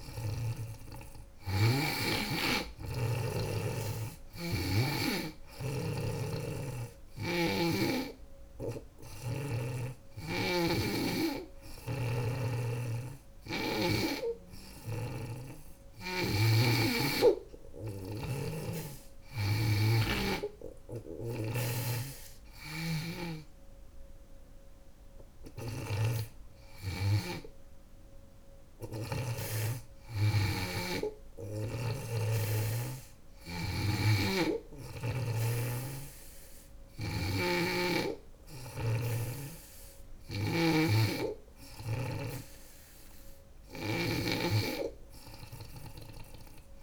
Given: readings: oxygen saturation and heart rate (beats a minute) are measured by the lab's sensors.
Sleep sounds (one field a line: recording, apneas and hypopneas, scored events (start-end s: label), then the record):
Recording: breathing in sleep by a room microphone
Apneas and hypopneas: none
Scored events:
5.50-9.00 s: snoring (device-marked)
11.00-17.50 s: snoring (device-marked)
24.50-28.50 s: snoring (device-marked)
33.00-46.83 s: snoring (device-marked)
From the record:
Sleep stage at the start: N2 (light sleep)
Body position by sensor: on the back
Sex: female